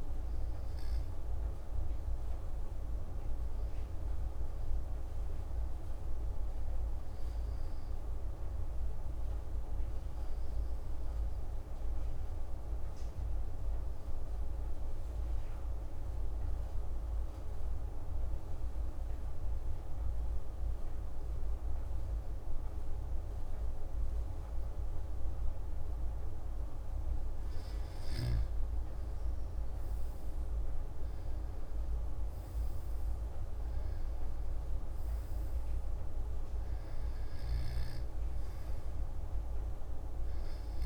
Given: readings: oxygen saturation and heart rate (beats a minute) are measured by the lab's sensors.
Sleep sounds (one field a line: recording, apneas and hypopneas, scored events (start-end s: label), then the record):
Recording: breathing in sleep, hard to hear, by a room microphone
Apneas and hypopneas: 1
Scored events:
11.00-27.00 s: obstructive apnea (oxygen 96% before, 92% lowest)
29.00-32.50 s: arousal
30.50-40.86 s: oxygen desaturation (device-marked, oxygen 96% before, 92% lowest)
From the record:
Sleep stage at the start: N2 (light sleep)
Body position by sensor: on the back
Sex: male